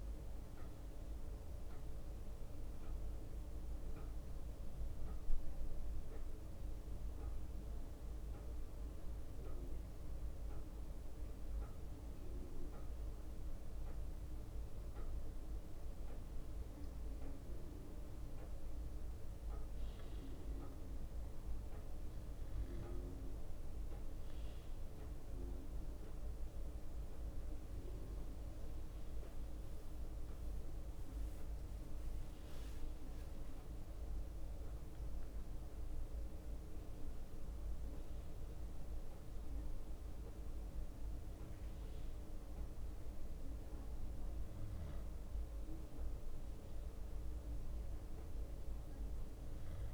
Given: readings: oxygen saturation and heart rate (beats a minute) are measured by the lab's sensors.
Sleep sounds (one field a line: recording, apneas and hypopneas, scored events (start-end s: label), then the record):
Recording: breathing in sleep, hard to hear, by a room microphone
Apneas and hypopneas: none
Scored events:
10.50-15.00 s: arousal
19.00-26.00 s: bradycardia (device-marked, heart rate 61 before, 59 extreme)
31.50-41.00 s: leg movement (device-marked)
40.00-49.94 s: new sleep stage, N2 (light sleep)
41.00-49.94 s: bradycardia (device-marked, heart rate 62 before, 57 extreme)
From the record:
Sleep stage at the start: N1 (lightest sleep)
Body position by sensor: on the back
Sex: male